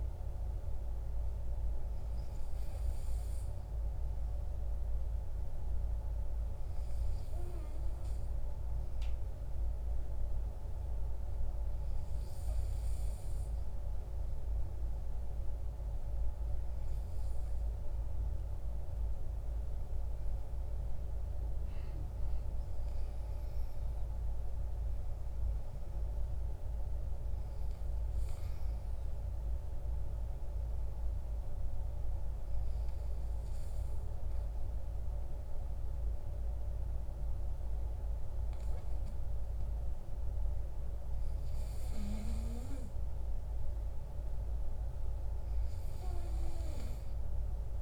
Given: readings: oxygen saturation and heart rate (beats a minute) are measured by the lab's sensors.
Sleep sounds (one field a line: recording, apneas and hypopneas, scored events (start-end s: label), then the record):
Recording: breathing in sleep, hard to hear, by a room microphone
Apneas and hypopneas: 2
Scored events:
11.00-21.00 s: obstructive apnea (oxygen 96% before, 94% lowest, heart rate 60 before, 54 extreme, up 5 after)
23.00-26.50 s: arousal
30.50-41.50 s: obstructive apnea (oxygen 96% before, 94% lowest, heart rate 60 before, 51 extreme, up 15 after)
43.50-46.50 s: arousal
From the record:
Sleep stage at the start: N2 (light sleep)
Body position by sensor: on the back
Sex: male